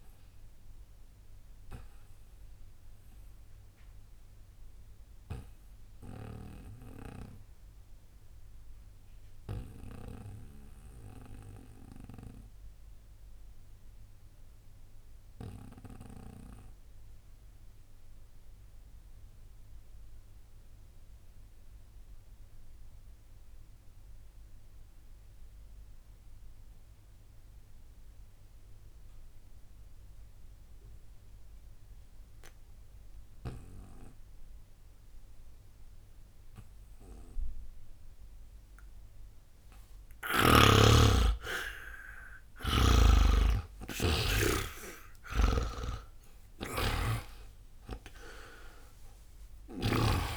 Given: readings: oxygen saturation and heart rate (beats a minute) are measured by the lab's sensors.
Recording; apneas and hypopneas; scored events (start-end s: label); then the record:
breathing in sleep by a room microphone; 1
0.00-20.00 s: oxygen desaturation (device-marked, oxygen 79% lowest, heart rate 61 extreme)
0.50-40.00 s: obstructive apnea (oxygen 98% before, 77% lowest, heart rate 77 before, 61 extreme)
37.00-50.37 s: oxygen desaturation (device-marked, oxygen 99% before, 77% lowest, heart rate 62 before, 61 extreme)
43.50-48.50 s: arousal
From the record:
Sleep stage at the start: N2 (light sleep); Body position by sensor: on the back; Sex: male